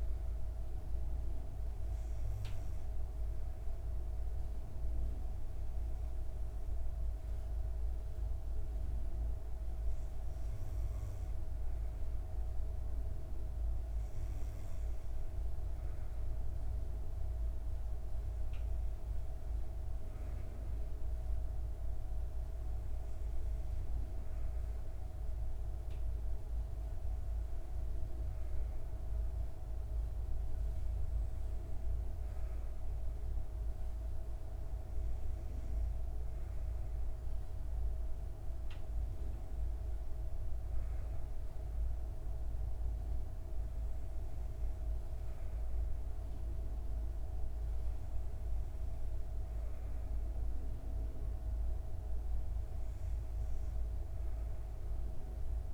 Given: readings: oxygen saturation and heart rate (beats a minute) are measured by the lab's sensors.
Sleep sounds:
breathing in sleep, hard to hear, by a room microphone; none
none scored
From the record:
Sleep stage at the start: N2 (light sleep); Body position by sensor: on the back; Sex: female

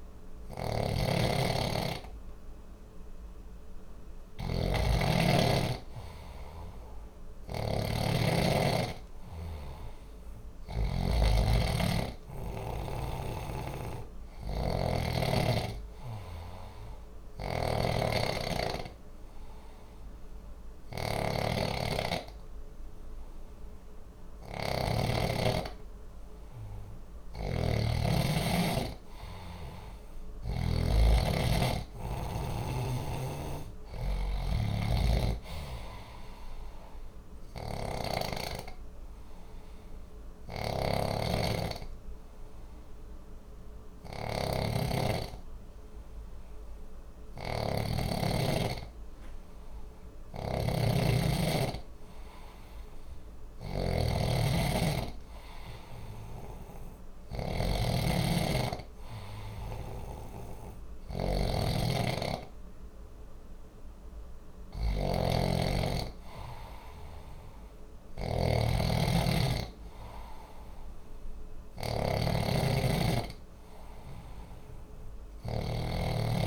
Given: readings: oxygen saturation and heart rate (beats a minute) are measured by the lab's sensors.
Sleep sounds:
breathing in sleep by a room microphone; 1
0.00-11.00 s: snoring (device-marked)
13.00-30.50 s: snoring (device-marked)
30.50-33.50 s: arousal
32.50-38.00 s: snoring (device-marked)
37.50-48.00 s: hypopnea (oxygen 94% before, 90% lowest, heart rate 61 before, 60 extreme, up 1 after)
40.00-76.47 s: snoring (device-marked)
50.00-53.50 s: arousal
53.00-65.00 s: oxygen desaturation (device-marked, oxygen 93% before, 90% lowest, heart rate 60 before, 60 extreme)
From the record:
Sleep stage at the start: N2 (light sleep); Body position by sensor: on the back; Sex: male

